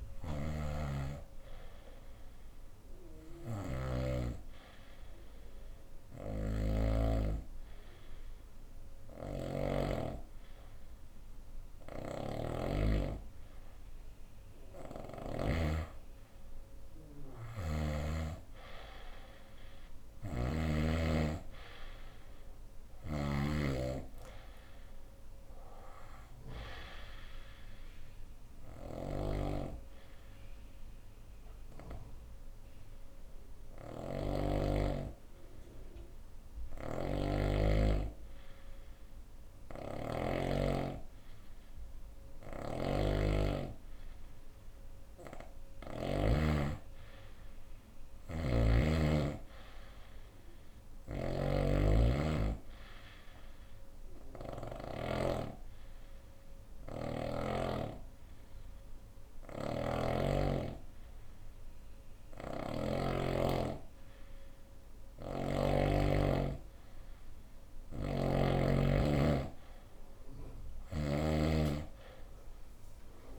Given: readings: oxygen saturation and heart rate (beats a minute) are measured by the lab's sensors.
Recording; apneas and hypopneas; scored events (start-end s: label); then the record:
breathing in sleep by a room microphone; 3
0.00-15.00 s: snoring (device-marked)
2.00-13.50 s: hypopnea (oxygen 98% before, 94% lowest, heart rate 72 before, 67 extreme, up 4 after)
16.50-20.50 s: arousal
22.00-45.50 s: snoring (device-marked)
28.50-44.00 s: hypopnea (oxygen 98% before, 93% lowest, heart rate 70 before, 67 extreme, up 4 after)
47.00-49.50 s: arousal
47.50-54.00 s: snoring (device-marked)
53.50-65.00 s: obstructive apnea (oxygen 97% before, 93% lowest, heart rate 69 before, 65 extreme, up 7 after)
56.00-62.50 s: snoring (device-marked)
67.00-70.50 s: snoring (device-marked)
70.50-73.39 s: arousal
From the record:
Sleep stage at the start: N2 (light sleep); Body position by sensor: on the right side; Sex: female